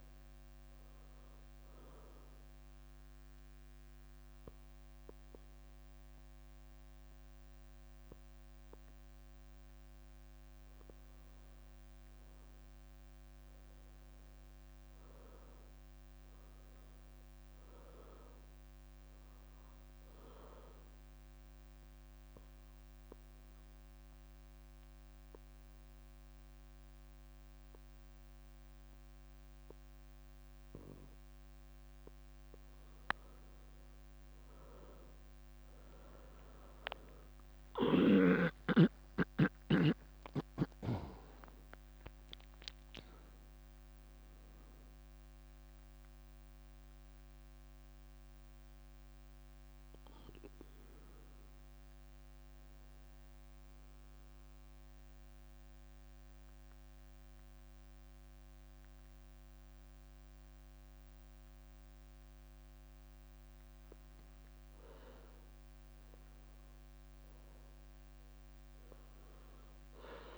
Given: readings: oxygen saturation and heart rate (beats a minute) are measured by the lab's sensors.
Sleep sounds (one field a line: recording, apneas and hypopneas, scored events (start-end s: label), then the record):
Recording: breathing in sleep by a microphone on the trachea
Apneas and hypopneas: 3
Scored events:
0.00-8.00 s: leg movement (device-marked)
0.00-12.50 s: oxygen desaturation (device-marked, oxygen 92% lowest, heart rate 59 extreme)
1.50-11.50 s: central apnea (oxygen 96% before, 92% lowest, heart rate 69 before, 60 extreme, up 11 after)
13.00-17.00 s: arousal
18.50-25.50 s: leg movement (device-marked)
22.00-32.00 s: central apnea (oxygen 98% before, 93% lowest, heart rate 65 before, 64 extreme, up 12 after)
35.00-43.50 s: leg movement (device-marked)
36.00-40.50 s: arousal
41.50-60.50 s: oxygen desaturation (device-marked, oxygen 97% before, 93% lowest, heart rate 68 before, 64 extreme)
53.50-64.00 s: central apnea (oxygen 97% before, 93% lowest, heart rate 73 before, 64 extreme, up 4 after)
54.00-59.50 s: leg movement (device-marked)
66.50-70.38 s: new sleep stage, awake
From the record:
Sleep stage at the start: N2 (light sleep)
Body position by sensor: on the back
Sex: female